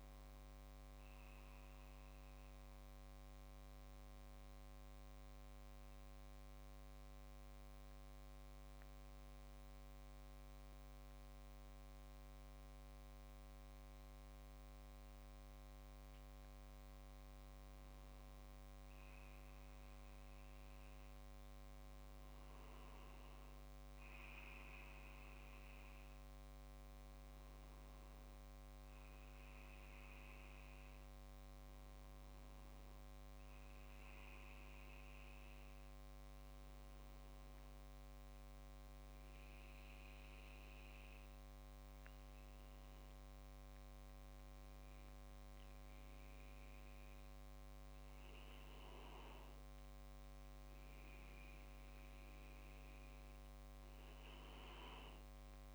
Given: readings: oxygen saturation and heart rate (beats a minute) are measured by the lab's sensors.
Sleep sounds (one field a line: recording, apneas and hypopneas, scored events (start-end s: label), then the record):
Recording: breathing in sleep, hard to hear, by a microphone on the trachea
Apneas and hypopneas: 2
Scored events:
4.50-18.00 s: obstructive apnea (oxygen 99% before, 96% lowest)
14.00-18.00 s: leg movement (device-marked)
19.50-23.00 s: arousal
35.50-49.00 s: obstructive apnea (oxygen 98% before, 95% lowest)
50.50-54.00 s: arousal
From the record:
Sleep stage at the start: N2 (light sleep)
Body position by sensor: on the back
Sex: male